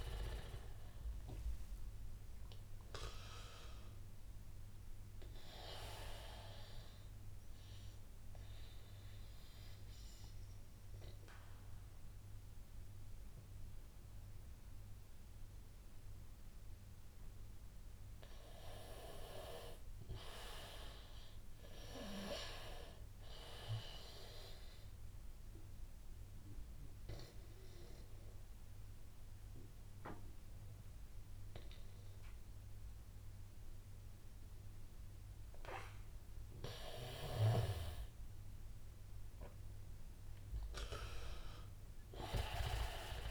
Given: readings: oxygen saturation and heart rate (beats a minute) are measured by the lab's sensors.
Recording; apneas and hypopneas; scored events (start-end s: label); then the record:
breathing in sleep by a room microphone; 2
1.00-4.50 s: arousal
8.00-18.00 s: obstructive apnea (oxygen 96% before, 92% lowest, heart rate 90 before, 83 extreme, up 7 after)
22.50-35.50 s: oxygen desaturation (device-marked, oxygen 97% before, 92% lowest, heart rate 89 before, 83 extreme)
25.00-37.50 s: obstructive apnea (oxygen 97% before, 92% lowest, heart rate 89 before, 81 extreme, up 9 after)
39.00-43.31 s: arousal
41.50-43.31 s: oxygen desaturation (device-marked, oxygen 96% before, 92% lowest, heart rate 86 before, 79 extreme)
From the record:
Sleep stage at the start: N2 (light sleep); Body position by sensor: on the back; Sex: male